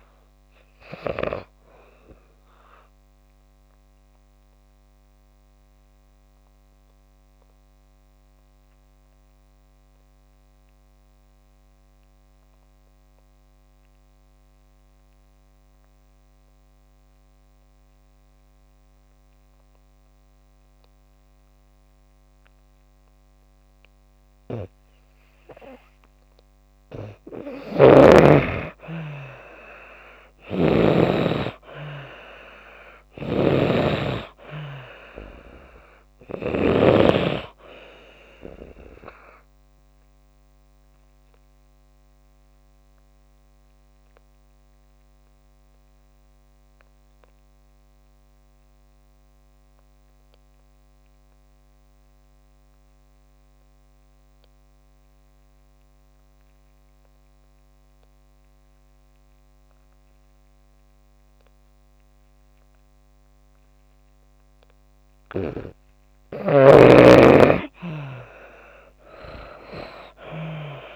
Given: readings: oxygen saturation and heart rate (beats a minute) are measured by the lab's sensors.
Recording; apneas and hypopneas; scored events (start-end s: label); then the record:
breathing in sleep by a microphone on the trachea; 2
0.00-26.00 s: oxygen desaturation (device-marked, oxygen 83% lowest)
2.50-25.00 s: obstructive apnea (oxygen 96% before, 81% lowest)
27.50-31.00 s: snoring (device-marked)
27.50-31.50 s: arousal
33.00-37.00 s: snoring (device-marked)
39.00-61.00 s: oxygen desaturation (device-marked, oxygen 95% before, 81% lowest)
39.00-65.00 s: obstructive apnea (oxygen 96% before, 81% lowest)
66.00-70.95 s: snoring (device-marked)
67.00-70.00 s: arousal
From the record:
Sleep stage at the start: N2 (light sleep); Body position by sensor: on the back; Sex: female